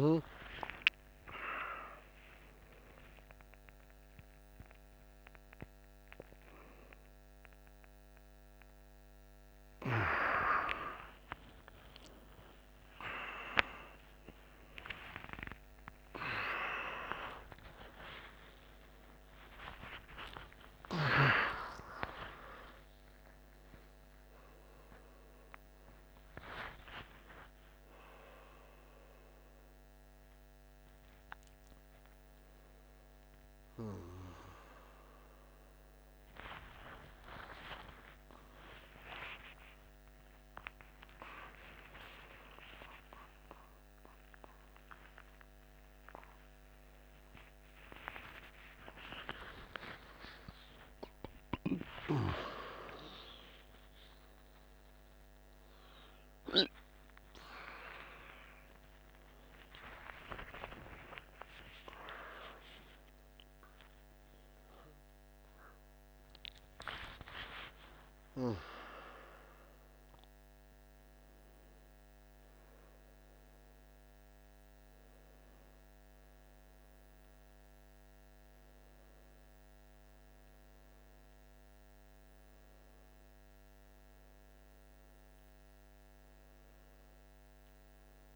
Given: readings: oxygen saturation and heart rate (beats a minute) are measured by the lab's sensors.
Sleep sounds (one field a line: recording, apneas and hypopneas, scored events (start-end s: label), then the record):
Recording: a person awake in a sleep study, by a microphone on the trachea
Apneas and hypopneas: none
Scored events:
56.50-68.50 s: oxygen desaturation (device-marked, oxygen 99% before, 96% lowest, heart rate 74 before, 58 extreme)
From the record:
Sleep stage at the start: awake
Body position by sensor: on the back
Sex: male